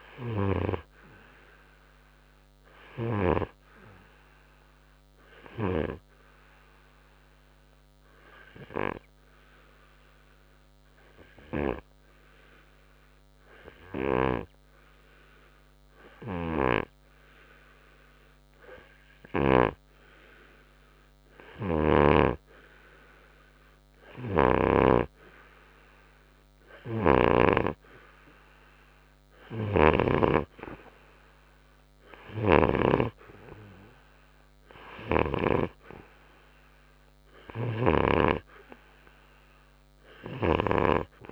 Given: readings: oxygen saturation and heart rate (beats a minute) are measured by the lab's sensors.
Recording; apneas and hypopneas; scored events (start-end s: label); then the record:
breathing in sleep by a microphone on the trachea; 1
2.50-26.00 s: obstructive apnea (oxygen 97% before, 93% lowest, heart rate 68 before, 60 extreme, up 6 after)
16.50-20.00 s: snoring (device-marked)
28.50-31.50 s: arousal
29.50-41.00 s: snoring (device-marked)
37.00-41.32 s: oxygen desaturation (device-marked, oxygen 97% before, 93% lowest, heart rate 64 before, 63 extreme)
From the record:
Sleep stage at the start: N2 (light sleep); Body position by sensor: on the right side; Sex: male